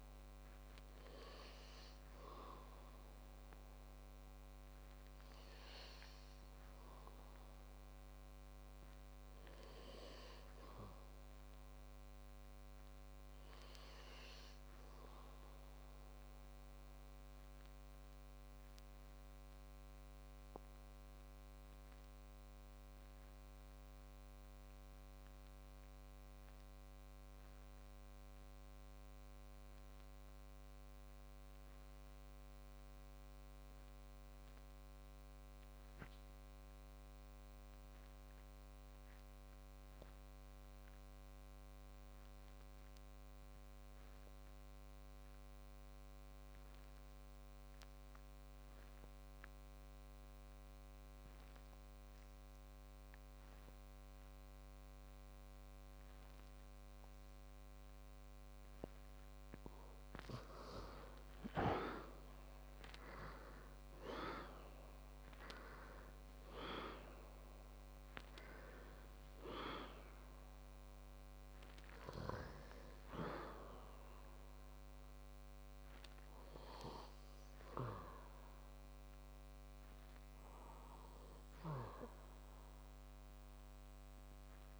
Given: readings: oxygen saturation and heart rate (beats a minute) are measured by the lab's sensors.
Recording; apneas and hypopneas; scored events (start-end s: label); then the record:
breathing in sleep by a microphone on the trachea; 1
12.00-27.00 s: oxygen desaturation (device-marked, oxygen 98% before, 86% lowest, heart rate 70 before, 51 extreme)
19.50-60.50 s: obstructive apnea (oxygen 98% before, 86% lowest, heart rate 62 before, 51 extreme, up 21 after)
62.50-66.50 s: arousal
From the record:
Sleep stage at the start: REM sleep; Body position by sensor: on the back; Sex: male